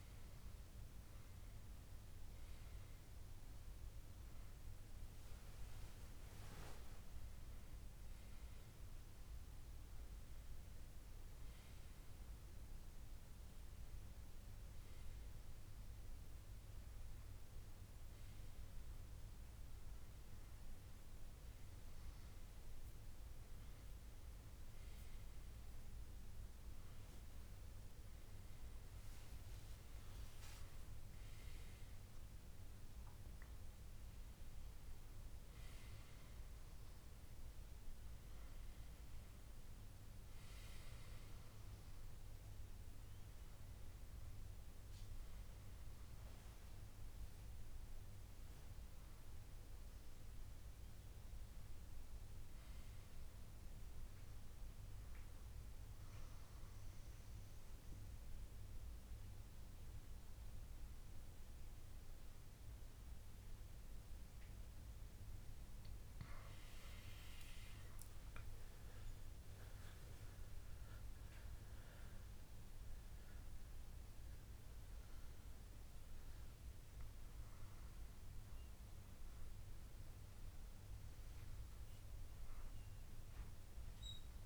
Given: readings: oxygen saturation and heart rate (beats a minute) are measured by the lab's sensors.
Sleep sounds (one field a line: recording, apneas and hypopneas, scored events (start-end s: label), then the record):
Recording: breathing in sleep, hard to hear, by a room microphone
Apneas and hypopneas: 1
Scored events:
16.00-18.00 s: long interval between heartbeats (device-marked, heart rate 76 before, 73 extreme)
24.50-29.00 s: arousal
43.00-84.46 s: new sleep stage, N2 (light sleep)
55.00-67.00 s: obstructive apnea (oxygen 97% before, 92% lowest, heart rate 74 before, 68 extreme, up 11 after)
69.50-74.00 s: arousal
74.00-84.46 s: oxygen desaturation (device-marked, oxygen 97% before, 92% lowest, heart rate 71 before, 66 extreme)
From the record:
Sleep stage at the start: N1 (lightest sleep)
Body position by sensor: on the back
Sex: male